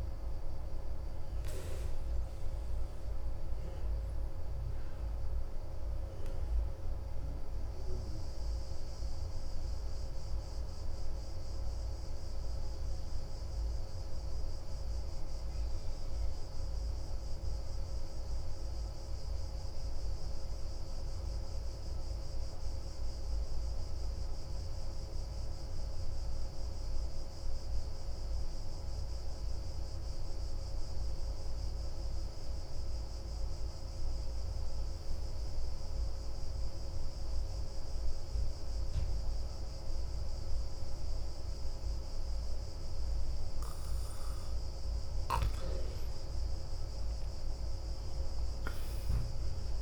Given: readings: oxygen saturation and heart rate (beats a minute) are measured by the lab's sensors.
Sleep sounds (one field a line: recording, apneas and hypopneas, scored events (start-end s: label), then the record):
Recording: breathing in sleep, hard to hear, by a room microphone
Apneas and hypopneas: 1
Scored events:
4.00-44.00 s: obstructive apnea (oxygen 95% before, 91% lowest, heart rate 42 before, 34 extreme, up 13 after)
37.50-49.82 s: oxygen desaturation (device-marked, oxygen 97% before, 91% lowest, heart rate 44 before, 35 extreme)
46.50-49.82 s: arousal
From the record:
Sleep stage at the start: N2 (light sleep)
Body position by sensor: on the back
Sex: male